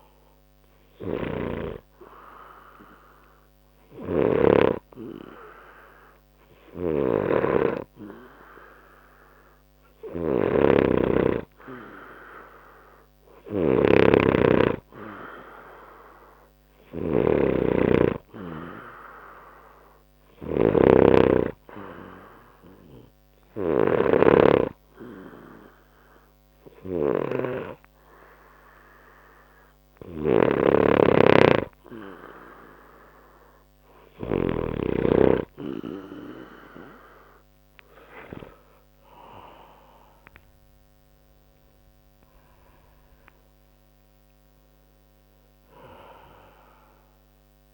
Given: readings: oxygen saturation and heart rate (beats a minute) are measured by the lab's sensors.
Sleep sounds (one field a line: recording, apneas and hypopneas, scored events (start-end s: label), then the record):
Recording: breathing in sleep by a microphone on the trachea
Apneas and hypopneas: 1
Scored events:
2.50-32.50 s: obstructive apnea (oxygen 96% before, 90% lowest, heart rate 66 before, 61 extreme, up 0 after)
4.00-34.50 s: snoring (device-marked)
38.00-43.50 s: arousal
From the record:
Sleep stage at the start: N2 (light sleep)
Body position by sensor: on the back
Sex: male